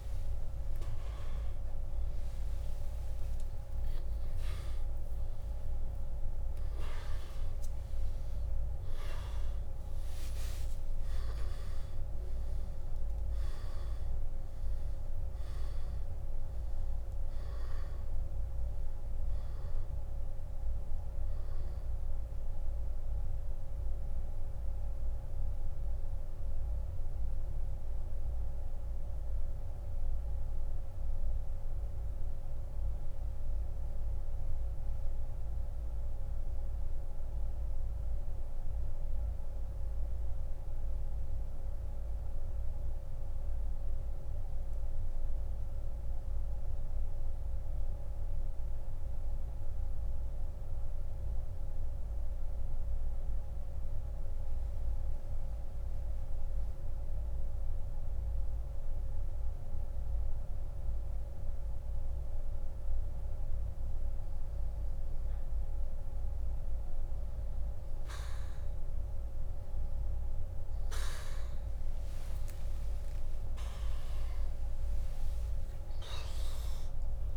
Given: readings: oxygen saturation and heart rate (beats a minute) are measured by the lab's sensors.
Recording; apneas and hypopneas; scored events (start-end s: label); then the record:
breathing in sleep, hard to hear, by a room microphone; 1
1.00-7.00 s: arousal
11.00-18.00 s: oxygen desaturation (device-marked, oxygen 96% before, 90% lowest)
23.50-60.50 s: central apnea (oxygen 96% before, 88% lowest, heart rate 70 before, 37 extreme, up 21 after)
39.00-58.00 s: oxygen desaturation (device-marked, oxygen 94% before, 89% lowest, heart rate 40 before, 37 extreme)
72.50-77.37 s: arousal
From the record:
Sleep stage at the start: N2 (light sleep); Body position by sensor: on the back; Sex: male